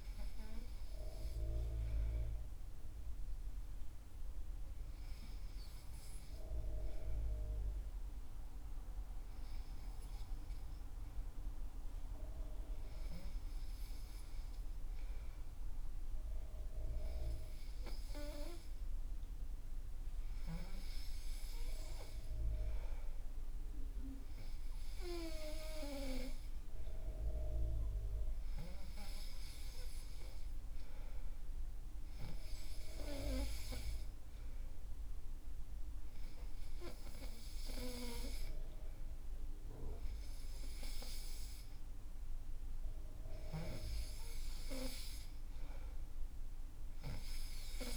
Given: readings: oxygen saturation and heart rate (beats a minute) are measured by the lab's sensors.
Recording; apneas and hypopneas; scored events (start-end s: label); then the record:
breathing in sleep by a room microphone; 1
0.00-7.00 s: oxygen desaturation (device-marked, oxygen 92% lowest, heart rate 64 extreme)
0.50-30.00 s: hypopnea (oxygen 96% before, 93% lowest, heart rate 74 before, 65 extreme, up 5 after)
31.50-35.50 s: arousal
From the record:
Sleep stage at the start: N2 (light sleep); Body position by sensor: on the back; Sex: male